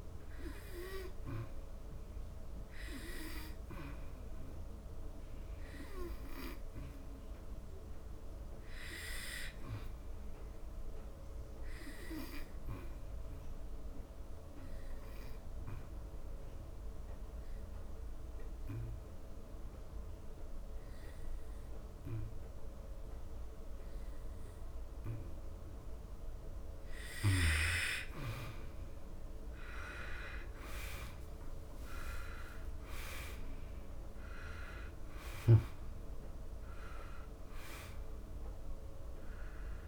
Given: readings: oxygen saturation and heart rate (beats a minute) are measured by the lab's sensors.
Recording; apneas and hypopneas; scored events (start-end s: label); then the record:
breathing in sleep by a room microphone; 1
0.00-17.00 s: oxygen desaturation (device-marked, oxygen 88% lowest, heart rate 70 extreme)
13.00-26.00 s: obstructive apnea (oxygen 96% before, 88% lowest, heart rate 79 before, 71 extreme, up 12 after)
28.00-31.50 s: arousal
32.00-39.88 s: oxygen desaturation (device-marked, oxygen 97% before, 88% lowest, heart rate 76 before, 72 extreme)
From the record:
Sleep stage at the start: N2 (light sleep); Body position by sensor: on the back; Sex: male